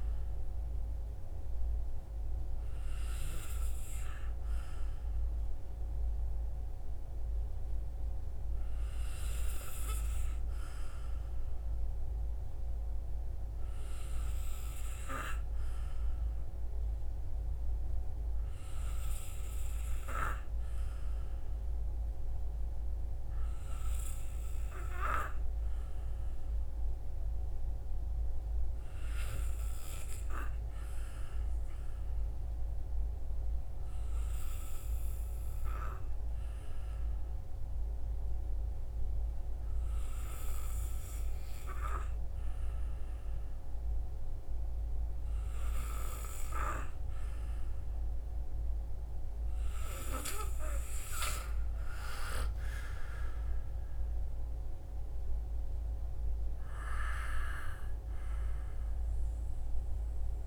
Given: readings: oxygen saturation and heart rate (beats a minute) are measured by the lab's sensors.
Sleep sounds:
breathing in sleep by a room microphone; 1
34.50-49.00 s: hypopnea (oxygen 94% before, 90% lowest, heart rate 62 before, 53 extreme, up 11 after)
50.50-54.00 s: arousal
53.50-60.47 s: oxygen desaturation (device-marked, oxygen 93% before, 90% lowest, heart rate 59 before, 53 extreme)
From the record:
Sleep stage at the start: N2 (light sleep); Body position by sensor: on the back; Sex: male

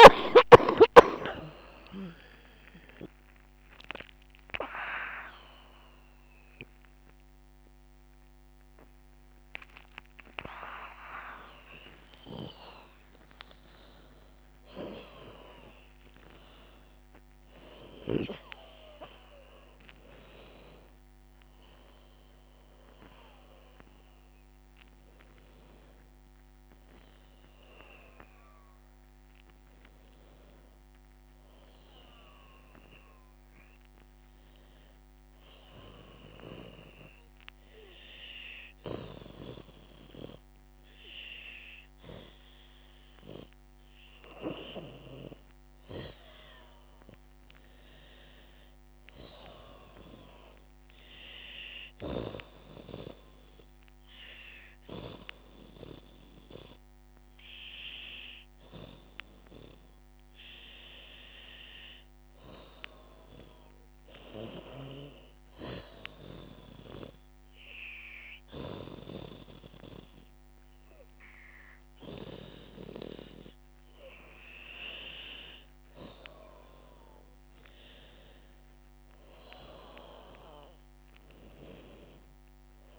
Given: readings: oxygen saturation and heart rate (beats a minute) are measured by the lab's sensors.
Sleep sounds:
breathing in sleep by a microphone on the trachea; 2
0.00-1.00 s: arousal
0.00-2.00 s: long interval between heartbeats (device-marked, heart rate 78 before, 98 extreme)
0.00-3.00 s: oxygen desaturation (device-marked, oxygen 88% lowest, heart rate 85 extreme)
2.00-16.00 s: drop in pulse transit time (device-marked, heart rate 81 before, 96 extreme)
5.00-25.00 s: oxygen desaturation (device-marked, oxygen 91% before, 86% lowest, heart rate 84 before, 78 extreme)
15.00-17.00 s: long interval between heartbeats (device-marked, heart rate 96 before, 105 extreme)
28.50-32.50 s: arousal
33.50-44.50 s: obstructive apnea (oxygen 98% before, 84% lowest, heart rate 91 before, 78 extreme, up 2 after)
38.00-82.99 s: new sleep stage, N2 (light sleep)
41.00-66.00 s: oxygen desaturation (device-marked, oxygen 95% before, 87% lowest, heart rate 83 before, 73 extreme)
46.00-50.00 s: arousal
66.50-76.50 s: obstructive apnea (oxygen 95% before, 84% lowest, heart rate 81 before, 72 extreme, up 8 after)
68.00-76.00 s: oxygen desaturation (device-marked, oxygen 92% before, 87% lowest, heart rate 81 before, 72 extreme)
79.00-82.99 s: arousal
From the record:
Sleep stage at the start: N1 (lightest sleep); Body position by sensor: on the back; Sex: female

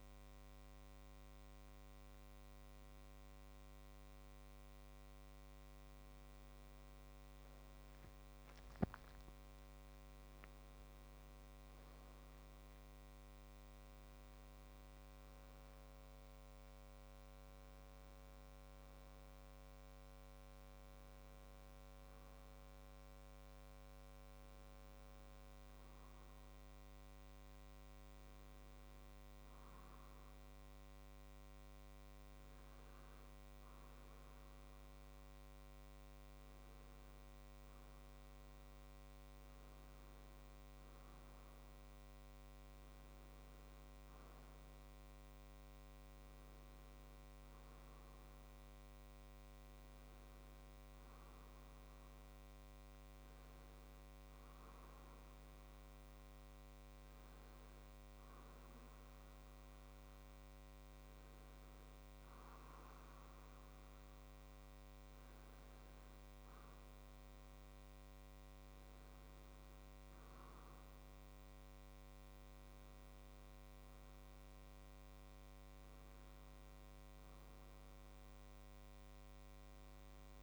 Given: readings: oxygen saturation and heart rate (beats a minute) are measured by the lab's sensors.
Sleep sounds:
a person awake in a sleep study, hard to hear, by a microphone on the trachea; none
60.00-80.43 s: new sleep stage, N1 (lightest sleep)
From the record:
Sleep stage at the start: awake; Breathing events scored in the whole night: 358 in 4.1 hours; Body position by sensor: on the back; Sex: male

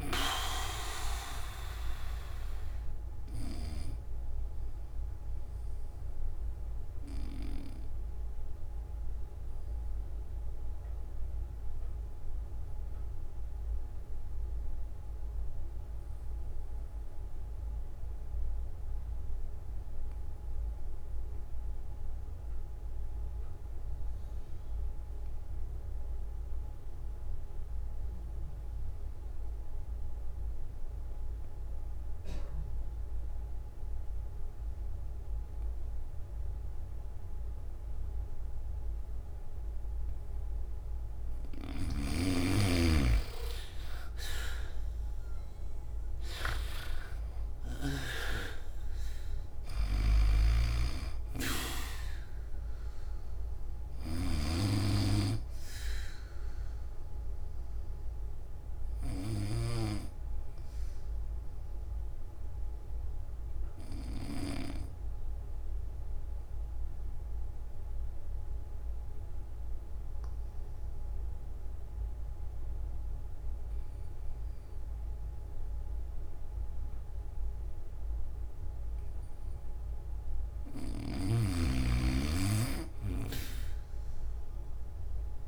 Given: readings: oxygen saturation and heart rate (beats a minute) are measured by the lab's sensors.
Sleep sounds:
breathing in sleep by a room microphone; 2
0.00-21.00 s: oxygen desaturation (device-marked, oxygen 78% lowest)
0.50-39.50 s: obstructive apnea (oxygen 98% before, 77% lowest)
33.00-77.00 s: oxygen desaturation (device-marked, oxygen 100% before, 77% lowest)
41.50-48.00 s: snoring (device-marked)
50.00-59.50 s: snoring (device-marked)
57.50-79.50 s: obstructive apnea (oxygen 98% before, 77% lowest)
80.50-85.47 s: snoring (device-marked)
81.00-85.47 s: new sleep stage, N1 (lightest sleep)
84.00-85.47 s: oxygen desaturation (device-marked, oxygen 99% before, 87% lowest)
From the record:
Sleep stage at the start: N3 (deep sleep); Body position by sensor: on the back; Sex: male

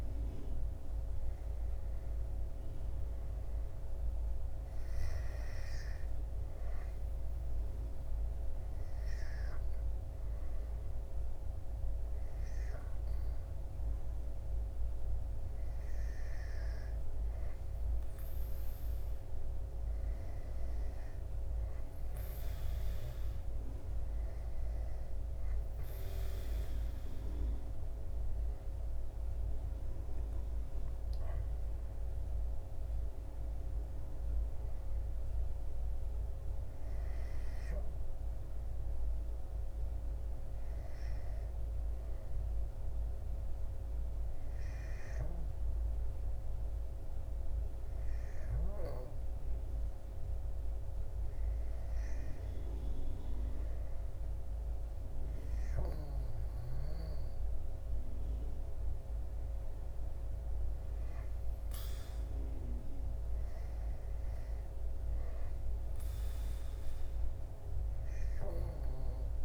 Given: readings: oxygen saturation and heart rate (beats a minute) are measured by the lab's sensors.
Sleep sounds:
breathing in sleep, hard to hear, by a room microphone; none
none scored
From the record:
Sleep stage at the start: N2 (light sleep); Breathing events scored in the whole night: 108 in 7.0 hours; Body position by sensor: on the back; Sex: male

